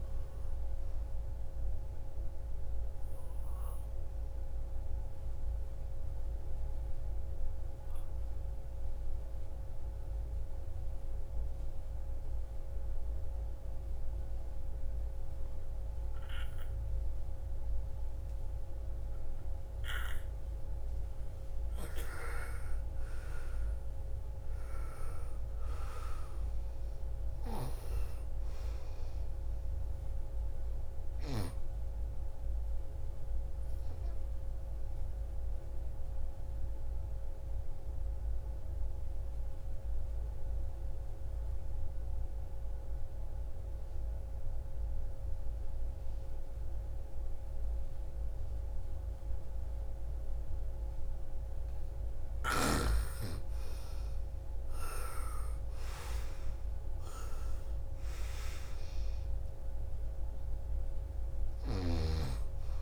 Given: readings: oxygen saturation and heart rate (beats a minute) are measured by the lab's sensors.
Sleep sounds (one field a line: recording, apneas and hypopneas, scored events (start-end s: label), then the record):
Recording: breathing in sleep by a room microphone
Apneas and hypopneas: 2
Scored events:
0.00-17.50 s: oxygen desaturation (device-marked, oxygen 85% lowest, heart rate 51 extreme)
5.00-20.50 s: obstructive apnea (oxygen 98% before, 85% lowest, heart rate 62 before, 51 extreme, up 5 after)
22.50-25.50 s: arousal
28.50-40.50 s: oxygen desaturation (device-marked, oxygen 99% before, 89% lowest, heart rate 56 before, 55 extreme)
36.00-52.50 s: obstructive apnea (oxygen 99% before, 83% lowest, heart rate 60 before, 55 extreme, up 20 after)
52.50-62.82 s: oxygen desaturation (device-marked, oxygen 98% before, 86% lowest, heart rate 58 before, 55 extreme)
54.00-57.00 s: arousal
From the record:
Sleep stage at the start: N2 (light sleep)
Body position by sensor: on the right side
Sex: female